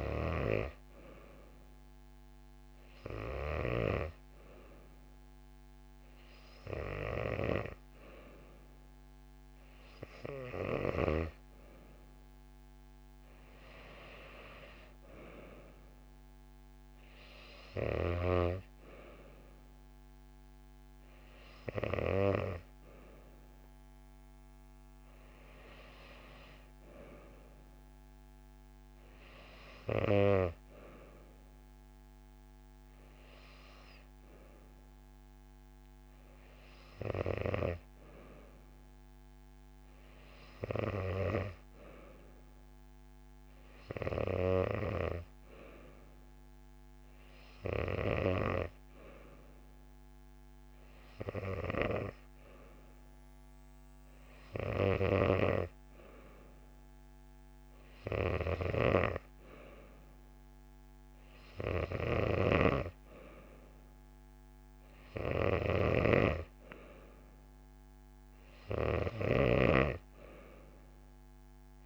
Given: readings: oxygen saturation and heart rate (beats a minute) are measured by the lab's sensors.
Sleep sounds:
breathing in sleep by a microphone on the trachea; none
0.00-3.50 s: snoring (device-marked)
58.00-71.86 s: snoring (device-marked)
From the record:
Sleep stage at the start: N2 (light sleep); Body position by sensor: on the back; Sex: female

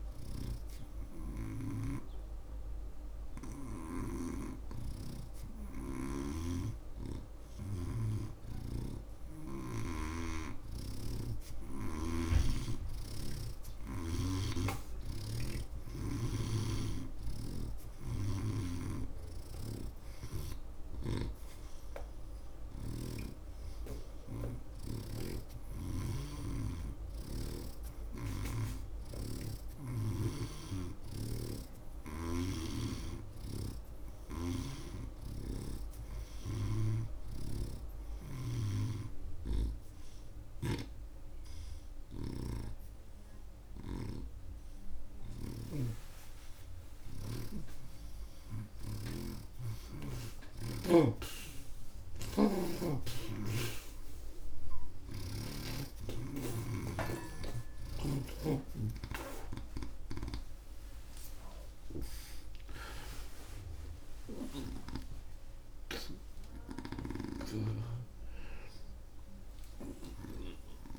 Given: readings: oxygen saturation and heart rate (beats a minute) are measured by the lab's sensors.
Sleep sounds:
a person awake in a sleep study, by a room microphone; none
0.00-4.00 s: snoring (device-marked)
10.50-40.50 s: new sleep stage, N2 (light sleep)
18.50-23.00 s: snoring (device-marked)
25.00-28.50 s: snoring (device-marked)
33.00-51.00 s: snoring (device-marked)
40.50-70.99 s: new sleep stage, awake
From the record:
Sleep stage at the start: awake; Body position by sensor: on the right side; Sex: male

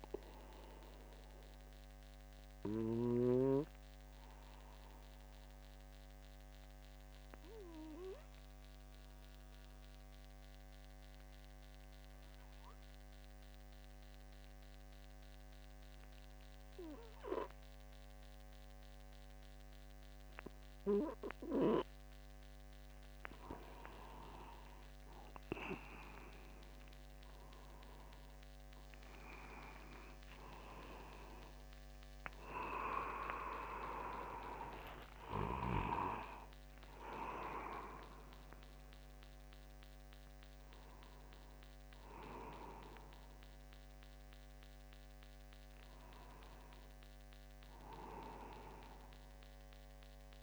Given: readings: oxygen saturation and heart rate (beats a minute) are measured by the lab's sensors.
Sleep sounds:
breathing in sleep by a microphone on the trachea; 1
2.50-21.50 s: obstructive apnea (oxygen 98% before, 93% lowest, heart rate 50 before, 50 extreme, up 1 after)
26.00-50.43 s: new sleep stage, N1 (lightest sleep)
31.00-35.50 s: arousal
33.50-35.50 s: long interval between heartbeats (device-marked, heart rate 50 before, 68 extreme)
From the record:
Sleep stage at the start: N2 (light sleep); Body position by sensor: upright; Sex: male

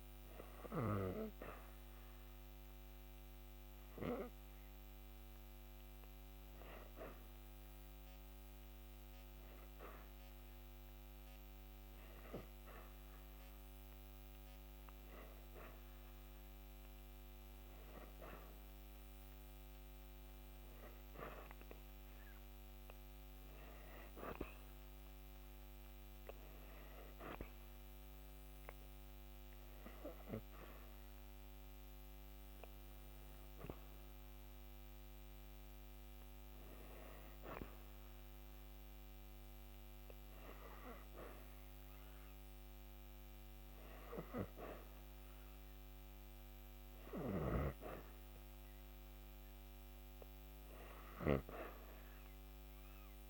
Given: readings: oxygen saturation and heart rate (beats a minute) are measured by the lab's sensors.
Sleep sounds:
breathing in sleep by a microphone on the trachea; none
24.00-27.00 s: arousal
From the record:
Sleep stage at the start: REM sleep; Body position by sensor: on the back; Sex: female

